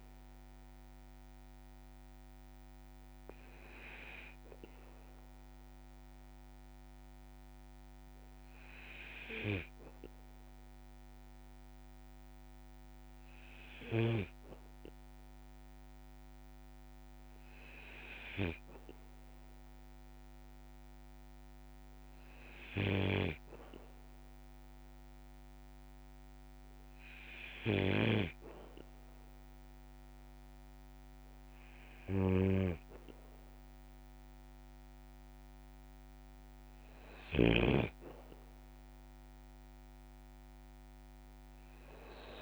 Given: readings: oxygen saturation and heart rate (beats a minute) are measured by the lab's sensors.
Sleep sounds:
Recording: a person awake in a sleep study, by a microphone on the trachea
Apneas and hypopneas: none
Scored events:
15.00-42.42 s: new sleep stage, awake
From the record:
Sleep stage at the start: N2 (light sleep)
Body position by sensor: on the back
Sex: male

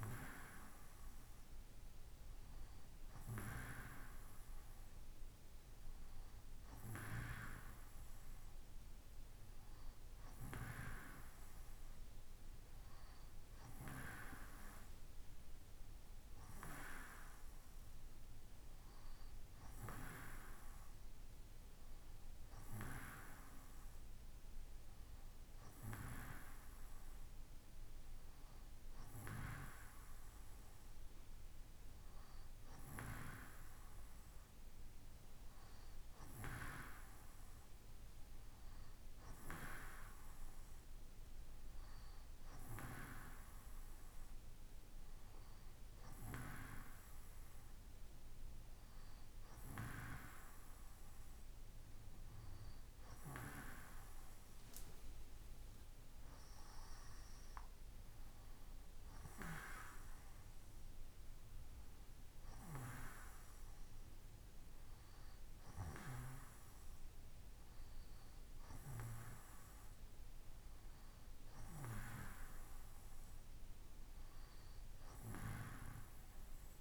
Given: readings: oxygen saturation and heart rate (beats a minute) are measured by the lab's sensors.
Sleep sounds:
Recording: breathing in sleep by a room microphone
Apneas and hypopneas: none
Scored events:
none scored
From the record:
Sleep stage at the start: N2 (light sleep)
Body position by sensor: on the right side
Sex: male

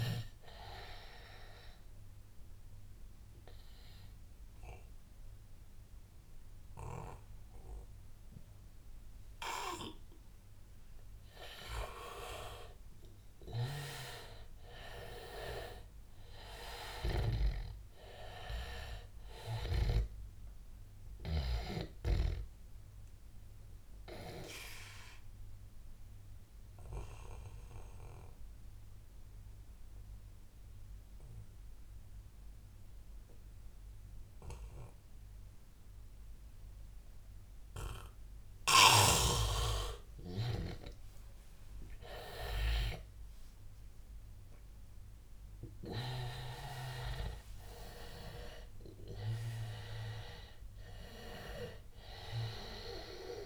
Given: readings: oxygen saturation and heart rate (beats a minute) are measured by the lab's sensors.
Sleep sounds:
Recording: breathing in sleep by a room microphone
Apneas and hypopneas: 2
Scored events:
0.50-14.50 s: oxygen desaturation (device-marked, oxygen 97% before, 91% lowest, heart rate 94 before, 81 extreme)
2.00-12.00 s: obstructive apnea (oxygen 98% before, 88% lowest, heart rate 94 before, 81 extreme, up 5 after)
13.50-17.50 s: arousal
22.50-38.50 s: obstructive apnea (oxygen 97% before, 88% lowest, heart rate 93 before, 81 extreme, up 13 after)
25.50-31.50 s: oxygen desaturation (device-marked, oxygen 97% before, 90% lowest, heart rate 94 before, 81 extreme)
42.00-47.50 s: arousal
44.50-53.46 s: oxygen desaturation (device-marked, oxygen 98% before, 88% lowest, heart rate 87 before, 86 extreme)
From the record:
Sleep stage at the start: N2 (light sleep)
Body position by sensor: on the back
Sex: male

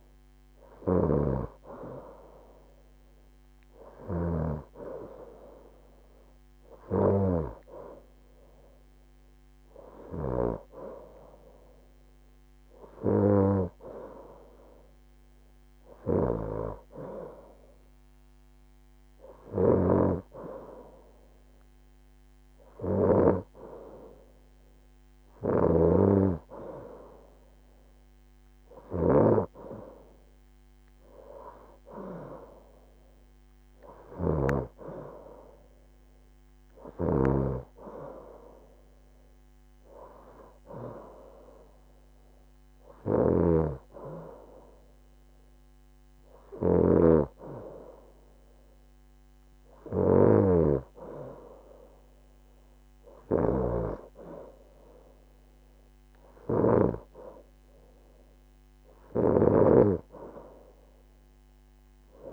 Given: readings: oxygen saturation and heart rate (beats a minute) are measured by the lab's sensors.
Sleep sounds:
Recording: breathing in sleep by a microphone on the trachea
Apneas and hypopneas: none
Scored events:
none scored
From the record:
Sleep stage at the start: N2 (light sleep)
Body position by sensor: on the right side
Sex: female

